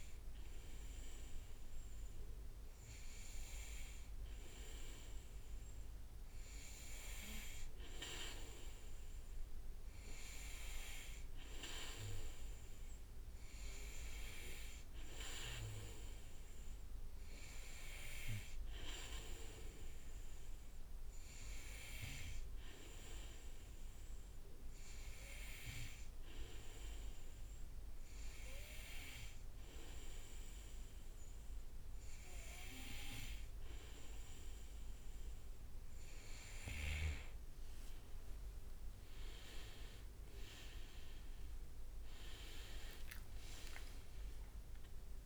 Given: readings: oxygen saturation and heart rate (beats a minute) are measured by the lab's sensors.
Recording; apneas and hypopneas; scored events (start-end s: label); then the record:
breathing in sleep by a room microphone; 1
25.00-35.50 s: hypopnea (oxygen 97% before, 95% lowest, heart rate 65 before, 64 extreme, up 6 after)
38.00-43.00 s: arousal
43.00-45.00 s: leg movement (device-marked)
From the record:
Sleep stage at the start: N2 (light sleep); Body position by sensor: on the back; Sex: male